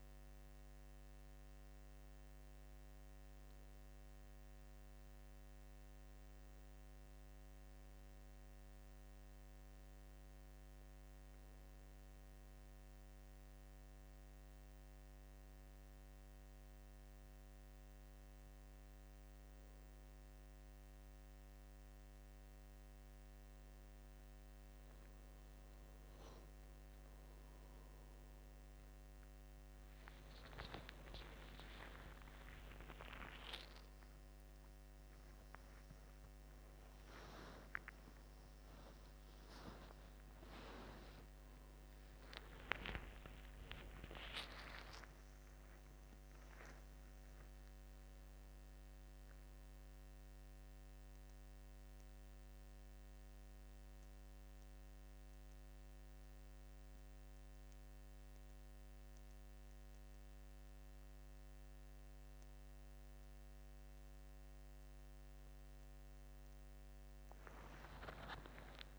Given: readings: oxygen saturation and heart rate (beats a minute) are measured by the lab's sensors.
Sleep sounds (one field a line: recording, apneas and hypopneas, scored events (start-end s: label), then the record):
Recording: a person awake in a sleep study, by a microphone on the trachea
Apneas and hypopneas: none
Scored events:
22.50-68.99 s: new sleep stage, awake
From the record:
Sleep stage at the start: N2 (light sleep)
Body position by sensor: on the back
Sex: male